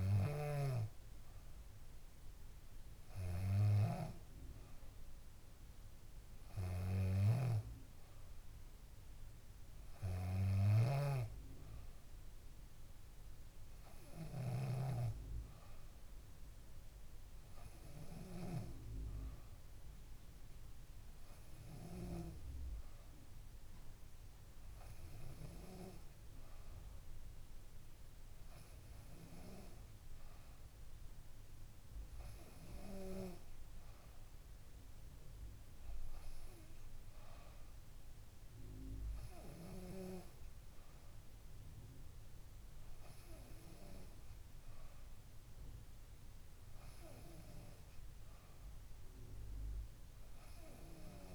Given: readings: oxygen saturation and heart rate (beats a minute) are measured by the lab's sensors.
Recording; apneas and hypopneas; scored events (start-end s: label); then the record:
breathing in sleep by a room microphone; none
7.00-14.50 s: snoring (device-marked)
From the record:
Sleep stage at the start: N2 (light sleep); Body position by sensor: on the back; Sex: female